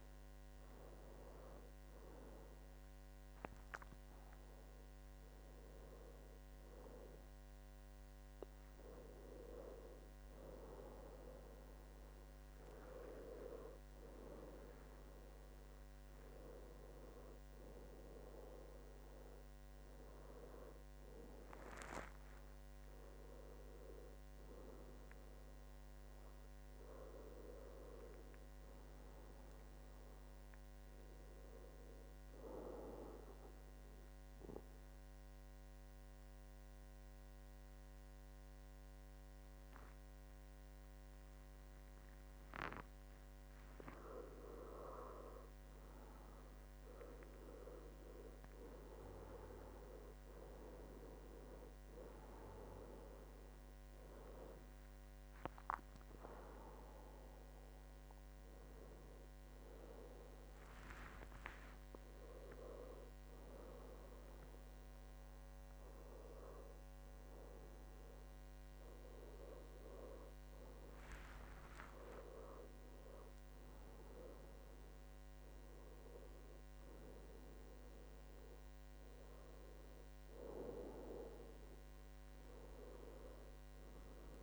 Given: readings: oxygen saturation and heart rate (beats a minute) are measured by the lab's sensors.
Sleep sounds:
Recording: breathing in sleep by a microphone on the trachea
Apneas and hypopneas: 1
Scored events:
0.00-10.50 s: oxygen desaturation (device-marked, oxygen 89% lowest, heart rate 74 extreme)
33.50-44.50 s: obstructive apnea (oxygen 99% before, 93% lowest, heart rate 77 before, 67 extreme, up 13 after)
47.50-50.50 s: arousal
55.50-70.50 s: oxygen desaturation (device-marked, oxygen 97% before, 93% lowest, heart rate 73 before, 75 extreme)
62.50-84.43 s: new sleep stage, N1 (lightest sleep)
69.50-72.00 s: arousal
From the record:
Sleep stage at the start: N2 (light sleep)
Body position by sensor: on the back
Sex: male

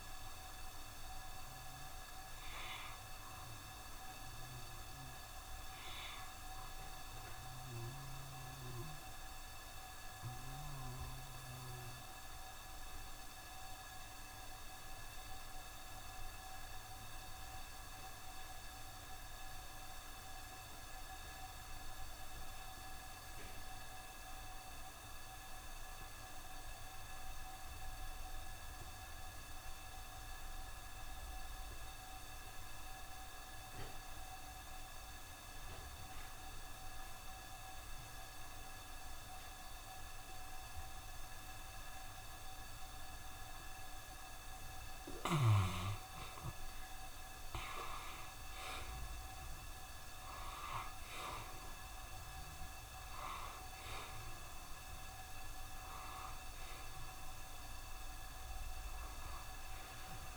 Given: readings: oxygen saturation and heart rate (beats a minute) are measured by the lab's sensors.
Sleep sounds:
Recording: breathing in sleep, hard to hear, by a room microphone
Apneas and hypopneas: 1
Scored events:
2.50-6.50 s: arousal
9.50-44.00 s: obstructive apnea (oxygen 92% before, 79% lowest, heart rate 67 before, 66 extreme, up 2 after)
27.50-60.37 s: oxygen desaturation (device-marked, oxygen 91% before, 79% lowest, heart rate 67 before, 66 extreme)
46.50-52.00 s: arousal
From the record:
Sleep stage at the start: N2 (light sleep)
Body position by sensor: on the back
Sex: male

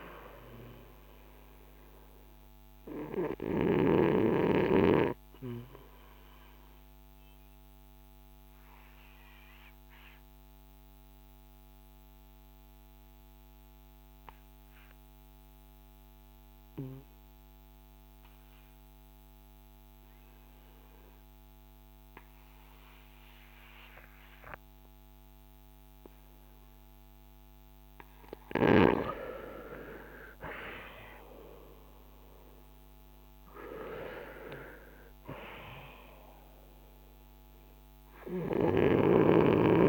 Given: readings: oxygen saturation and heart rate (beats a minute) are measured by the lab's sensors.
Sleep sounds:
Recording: breathing in sleep by a microphone on the trachea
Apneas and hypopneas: 1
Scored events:
0.00-35.00 s: oxygen desaturation (device-marked, oxygen 76% lowest, heart rate 53 extreme)
7.50-28.50 s: obstructive apnea (oxygen 96% before, 76% lowest, heart rate 57 before, 53 extreme, up 11 after)
30.00-33.50 s: arousal
From the record:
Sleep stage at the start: REM sleep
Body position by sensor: on the front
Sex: male

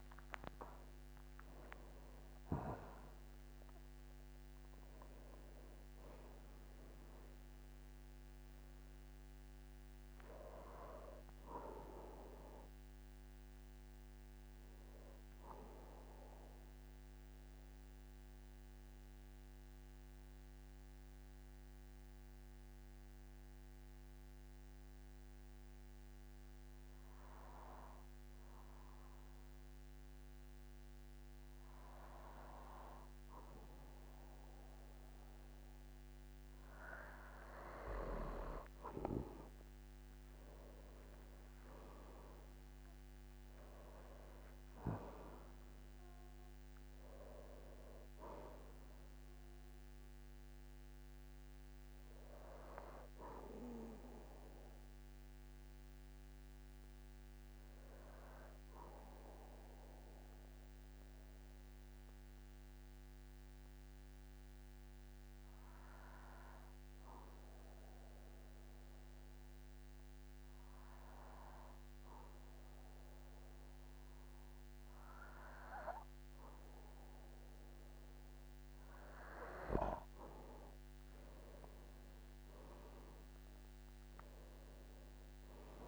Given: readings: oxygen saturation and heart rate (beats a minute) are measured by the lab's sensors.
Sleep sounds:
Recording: breathing in sleep by a microphone on the trachea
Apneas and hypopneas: 2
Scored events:
0.00-3.00 s: arousal
0.00-26.50 s: oxygen desaturation (device-marked, oxygen 93% lowest, heart rate 46 extreme)
17.50-37.00 s: mixed apnea (oxygen 98% before, 93% lowest, heart rate 57 before, 45 extreme, up 20 after)
41.00-44.50 s: arousal
41.50-69.50 s: oxygen desaturation (device-marked, oxygen 98% before, 93% lowest, heart rate 49 before, 45 extreme)
54.50-77.00 s: obstructive apnea (oxygen 99% before, 93% lowest, heart rate 56 before, 45 extreme, up 17 after)
80.50-83.50 s: arousal
81.50-85.88 s: oxygen desaturation (device-marked, oxygen 99% before, 93% lowest, heart rate 47 before, 46 extreme)
From the record:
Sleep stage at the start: N2 (light sleep)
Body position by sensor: on the back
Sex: male

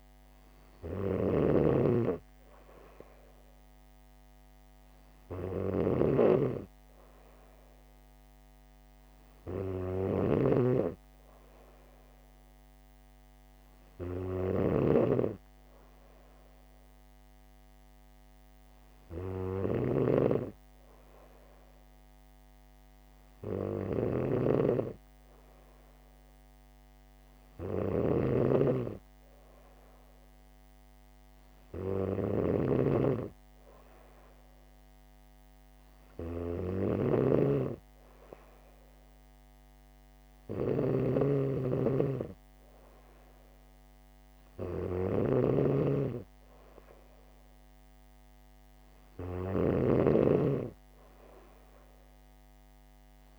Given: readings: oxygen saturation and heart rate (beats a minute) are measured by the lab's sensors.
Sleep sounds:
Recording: breathing in sleep by a microphone on the trachea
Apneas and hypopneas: none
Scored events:
0.00-53.39 s: snoring (device-marked)
From the record:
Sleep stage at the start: N3 (deep sleep)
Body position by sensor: on the back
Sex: female

